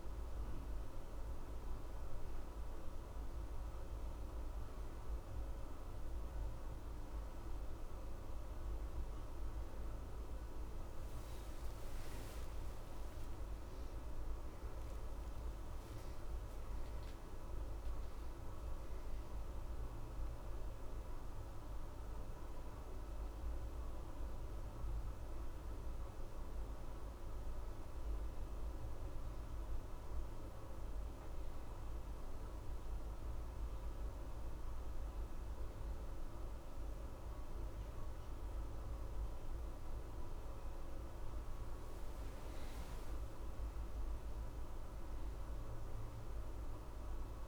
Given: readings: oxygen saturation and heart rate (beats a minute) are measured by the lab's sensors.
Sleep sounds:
breathing in sleep, hard to hear, by a room microphone; 1
8.50-14.00 s: arousal
30.50-41.50 s: hypopnea (oxygen 94% before, 91% lowest, heart rate 81 before, 60 extreme, up 0 after)
43.50-47.48 s: arousal
From the record:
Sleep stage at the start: N1 (lightest sleep); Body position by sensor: on the back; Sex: male

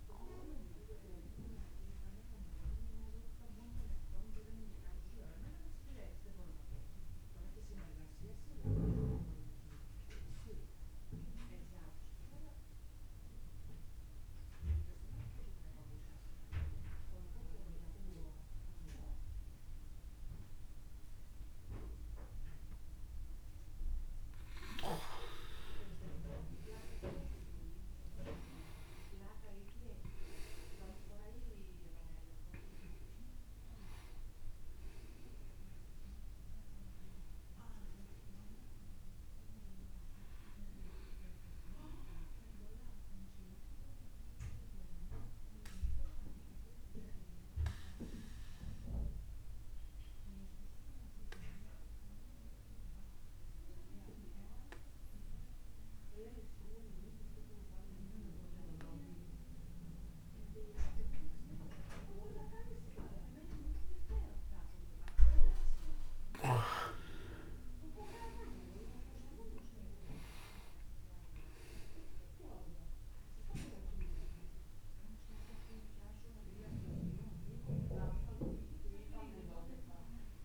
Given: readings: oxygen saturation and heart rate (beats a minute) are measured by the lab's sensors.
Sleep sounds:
breathing in sleep by a room microphone; 2
0.00-1.50 s: oxygen desaturation (device-marked, oxygen 91% lowest)
5.00-24.50 s: obstructive apnea (oxygen 99% before, 91% lowest)
26.50-30.00 s: arousal
26.50-49.50 s: oxygen desaturation (device-marked, oxygen 99% before, 91% lowest)
41.50-66.00 s: obstructive apnea (oxygen 99% before, 91% lowest, heart rate 60 before, 25 extreme, up 46 after)
67.50-72.00 s: arousal
67.50-80.44 s: oxygen desaturation (device-marked, oxygen 99% before, 91% lowest, heart rate 48 before, 38 extreme)
From the record:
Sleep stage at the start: N2 (light sleep); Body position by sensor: on the back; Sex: male

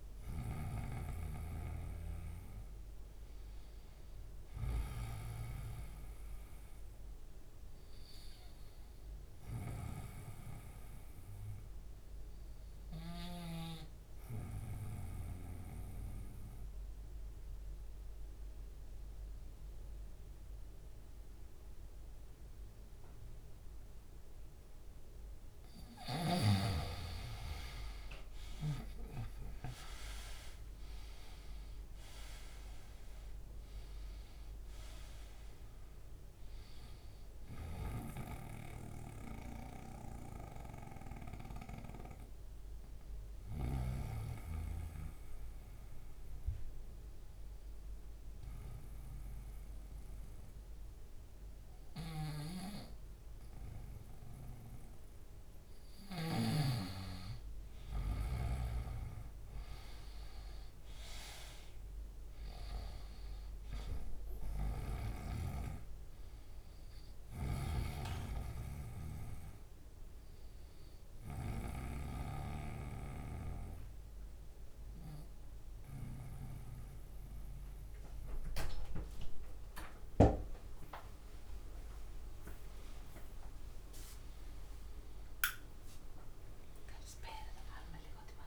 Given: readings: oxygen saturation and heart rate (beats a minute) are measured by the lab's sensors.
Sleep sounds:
breathing in sleep by a room microphone; 3
0.00-6.00 s: oxygen desaturation (device-marked, oxygen 93% lowest, heart rate 68 extreme)
9.00-24.50 s: obstructive apnea (oxygen 97% before, 89% lowest, heart rate 72 before, 68 extreme, up 3 after)
28.50-33.00 s: arousal
37.00-43.50 s: snoring (device-marked)
40.00-55.00 s: obstructive apnea (oxygen 96% before, 89% lowest, heart rate 71 before, 68 extreme, up 1 after)
51.50-56.00 s: snoring (device-marked)
52.00-65.00 s: oxygen desaturation (device-marked, oxygen 94% before, 89% lowest, heart rate 71 before, 68 extreme)
60.50-64.50 s: arousal
66.50-71.50 s: snoring (device-marked)
69.50-80.50 s: obstructive apnea (oxygen 98% before, 93% lowest, heart rate 70 before, 68 extreme, up 2 after)
75.00-86.00 s: oxygen desaturation (device-marked, oxygen 98% before, 93% lowest, heart rate 71 before, 68 extreme)
75.00-88.47 s: new sleep stage, awake
From the record:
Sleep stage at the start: N2 (light sleep); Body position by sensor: on the right side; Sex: male

